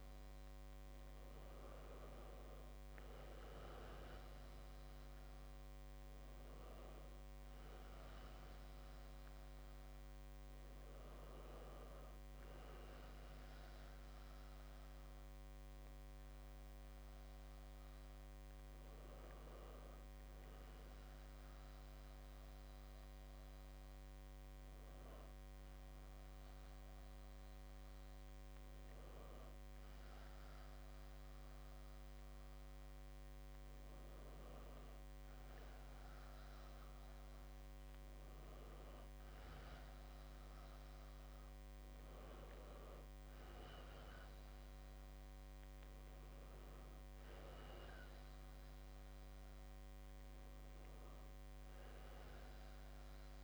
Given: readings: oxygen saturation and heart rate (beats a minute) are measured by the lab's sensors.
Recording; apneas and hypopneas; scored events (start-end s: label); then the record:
breathing in sleep, hard to hear, by a microphone on the trachea; none
none scored
From the record:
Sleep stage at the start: REM sleep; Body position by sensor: on the back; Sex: male